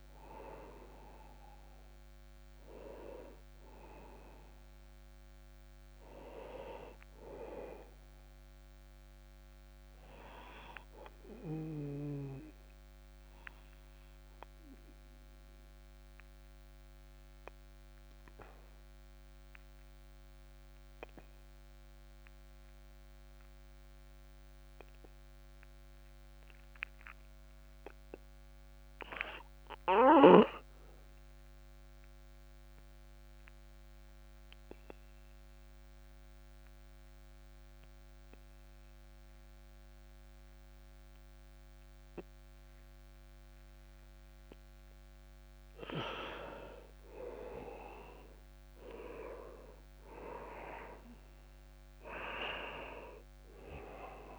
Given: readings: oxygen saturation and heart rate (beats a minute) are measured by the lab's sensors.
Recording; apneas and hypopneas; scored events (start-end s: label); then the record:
breathing in sleep by a microphone on the trachea; 1
0.00-22.00 s: oxygen desaturation (device-marked, oxygen 90% lowest, heart rate 30 extreme)
13.00-43.50 s: obstructive apnea (oxygen 98% before, 90% lowest)
45.00-49.00 s: arousal
46.00-54.39 s: oxygen desaturation (device-marked, oxygen 98% before, 91% lowest)
From the record:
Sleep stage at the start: N2 (light sleep); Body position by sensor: on the back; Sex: male